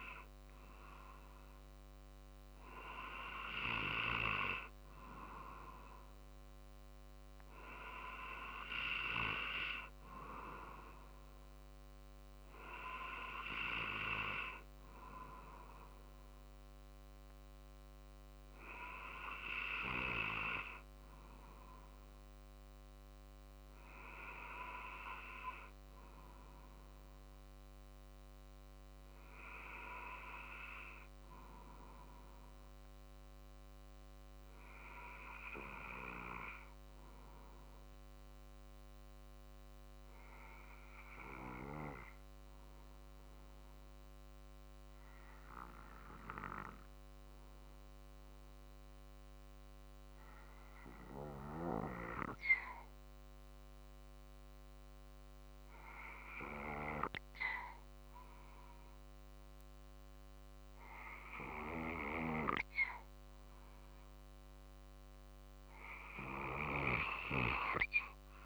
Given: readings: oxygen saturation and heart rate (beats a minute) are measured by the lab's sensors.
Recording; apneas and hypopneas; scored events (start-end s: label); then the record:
breathing in sleep by a microphone on the trachea; 1
23.50-28.00 s: arousal
31.50-63.50 s: obstructive apnea (oxygen 95% before, 92% lowest, heart rate 47 before, 47 extreme, up 1 after)
From the record:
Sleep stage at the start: N2 (light sleep); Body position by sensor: on the back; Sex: male